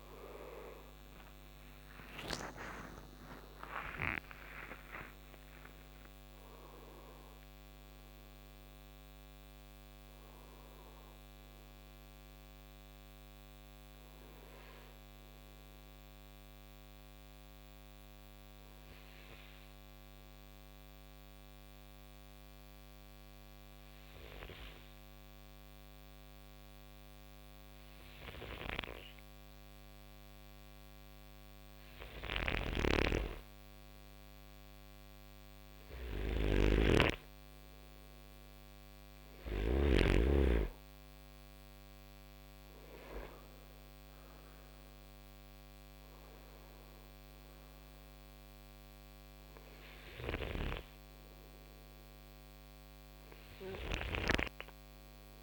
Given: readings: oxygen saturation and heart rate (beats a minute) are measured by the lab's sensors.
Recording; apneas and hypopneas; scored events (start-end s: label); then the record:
breathing in sleep by a microphone on the trachea; 1
0.00-1.50 s: arousal
16.50-33.00 s: hypopnea (oxygen 96% before, 93% lowest, heart rate 98 before, 54 extreme, up 6 after)
31.50-39.50 s: snoring (device-marked)
35.00-40.00 s: arousal
41.50-55.43 s: oxygen desaturation (device-marked, oxygen 98% before, 94% lowest, heart rate 57 before, 58 extreme)
49.50-54.00 s: snoring (device-marked)
From the record:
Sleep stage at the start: N2 (light sleep); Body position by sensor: on the right side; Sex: male